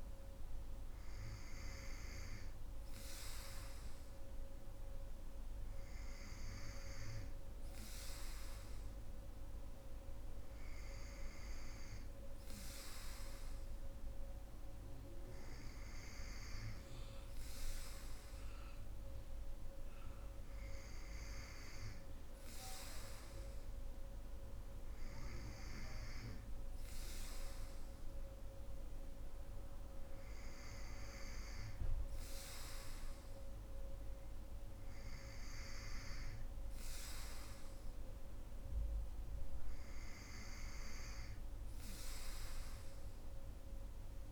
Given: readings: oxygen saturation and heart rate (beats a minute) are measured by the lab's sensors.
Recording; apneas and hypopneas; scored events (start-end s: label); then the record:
breathing in sleep, hard to hear, by a room microphone; none
none scored
From the record:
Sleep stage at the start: N2 (light sleep); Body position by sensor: on the right side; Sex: female